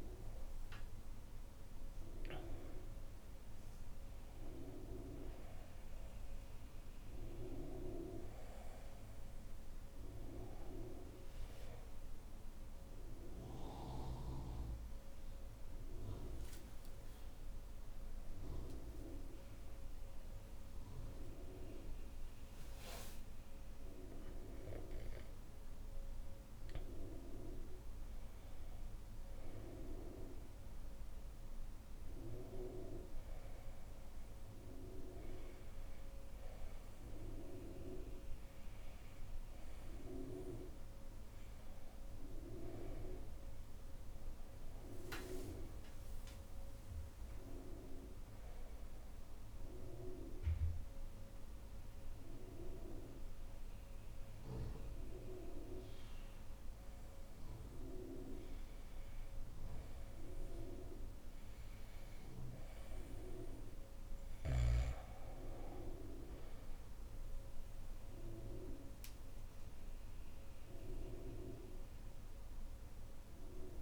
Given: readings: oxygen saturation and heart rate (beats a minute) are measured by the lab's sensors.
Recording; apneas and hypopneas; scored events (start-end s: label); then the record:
a person partly awake in a sleep study, by a room microphone; none
22.00-73.82 s: new sleep stage, N1 (lightest sleep)
From the record:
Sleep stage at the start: awake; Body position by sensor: on the back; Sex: female